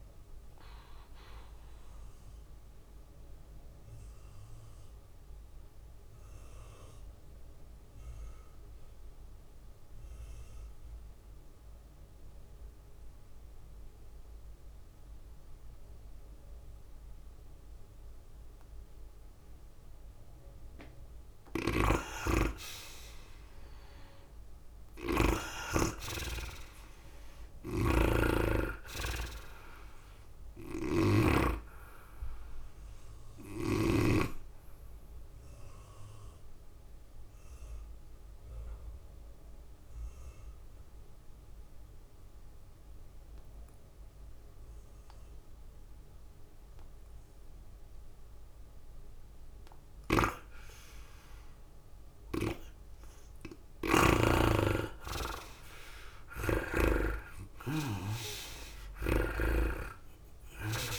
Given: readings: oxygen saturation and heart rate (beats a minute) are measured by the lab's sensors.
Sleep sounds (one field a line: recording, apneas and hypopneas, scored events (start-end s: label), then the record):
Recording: breathing in sleep by a room microphone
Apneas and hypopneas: 2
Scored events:
0.00-6.50 s: drop in pulse transit time (device-marked, heart rate 106 extreme)
0.00-10.50 s: oxygen desaturation (device-marked, oxygen 78% lowest, heart rate 99 extreme)
0.00-14.50 s: tachycardia (device-marked, heart rate 110 extreme)
0.50-20.50 s: obstructive apnea (oxygen 98% before, 78% lowest, heart rate 104 before, 96 extreme, up 6 after)
19.50-43.50 s: oxygen desaturation (device-marked, oxygen 99% before, 83% lowest, heart rate 105 before, 93 extreme)
21.50-40.50 s: tachycardia (device-marked, heart rate 105 before, 109 extreme)
22.00-32.00 s: snoring (device-marked)
25.50-29.50 s: arousal
38.00-54.00 s: obstructive apnea (oxygen 99% before, 80% lowest, heart rate 104 before, 93 extreme, up 14 after)
42.50-44.50 s: long interval between heartbeats (device-marked, heart rate 106 before, 96 extreme)
47.50-60.99 s: tachycardia (device-marked, heart rate 104 before, 109 extreme)
51.50-60.99 s: oxygen desaturation (device-marked, oxygen 96% before, 82% lowest, heart rate 103 before, 99 extreme)
54.00-60.00 s: snoring (device-marked)
56.00-60.00 s: arousal
59.50-60.99 s: drop in pulse transit time (device-marked, heart rate 101 before, 106 extreme)
From the record:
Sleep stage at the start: N2 (light sleep)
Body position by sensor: on the back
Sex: female